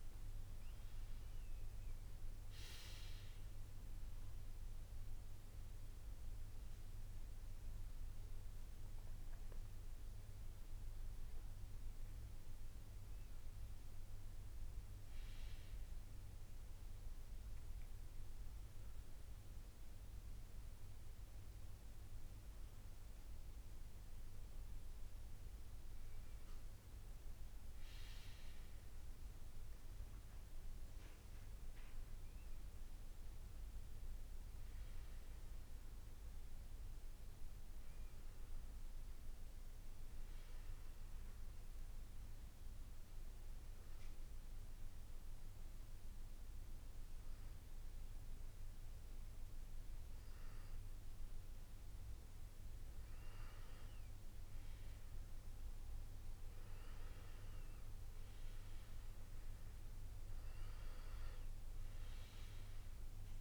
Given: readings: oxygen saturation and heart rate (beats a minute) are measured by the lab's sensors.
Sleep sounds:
breathing in sleep, hard to hear, by a room microphone; none
29.50-63.41 s: new sleep stage, N2 (light sleep)
57.50-63.41 s: oxygen desaturation (device-marked, oxygen 95% before, 92% lowest, heart rate 89 before, 84 extreme)
From the record:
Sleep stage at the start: N1 (lightest sleep); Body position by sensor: on the back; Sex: male

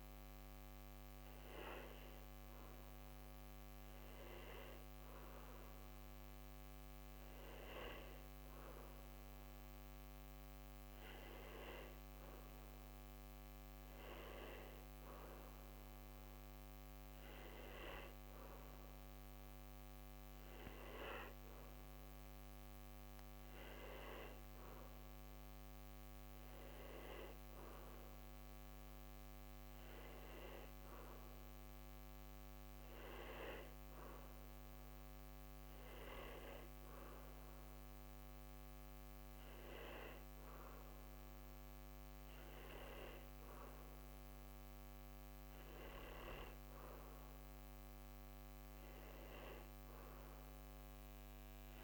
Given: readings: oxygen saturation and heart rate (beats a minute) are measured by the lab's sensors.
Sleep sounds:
breathing in sleep by a microphone on the trachea; none
none scored
From the record:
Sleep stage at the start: N1 (lightest sleep); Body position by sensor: on the back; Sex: male

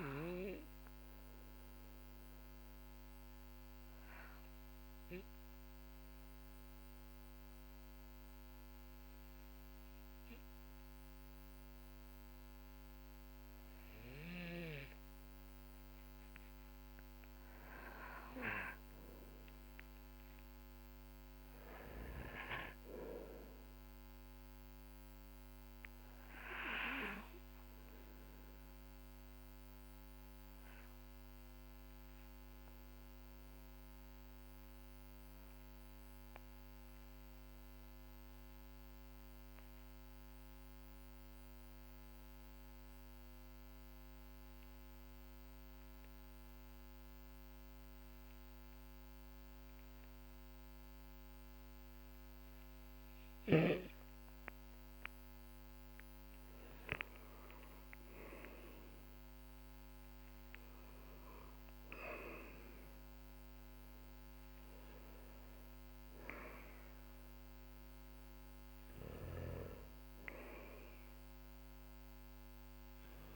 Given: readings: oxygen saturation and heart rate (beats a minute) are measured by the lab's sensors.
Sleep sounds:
breathing in sleep by a microphone on the trachea; 1
1.00-54.00 s: obstructive apnea (oxygen 99% before, 90% lowest, heart rate 57 before, 42 extreme, up 14 after)
55.50-60.50 s: arousal
68.00-73.36 s: oxygen desaturation (device-marked, oxygen 95% before, 90% lowest, heart rate 56 before, 46 extreme)
From the record:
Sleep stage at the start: N2 (light sleep); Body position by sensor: on the back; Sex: male

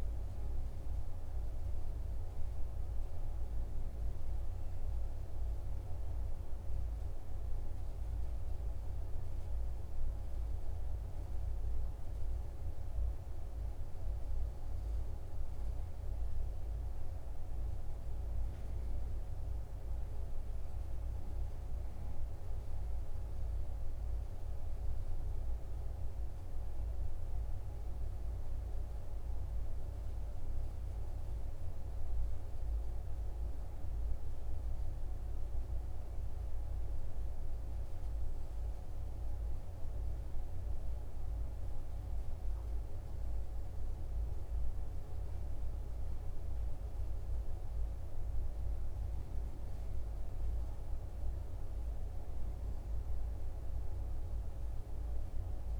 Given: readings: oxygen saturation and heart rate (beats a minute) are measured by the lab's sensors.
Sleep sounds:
breathing in sleep, hard to hear, by a room microphone; none
none scored
From the record:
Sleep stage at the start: N1 (lightest sleep); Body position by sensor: on the right side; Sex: male

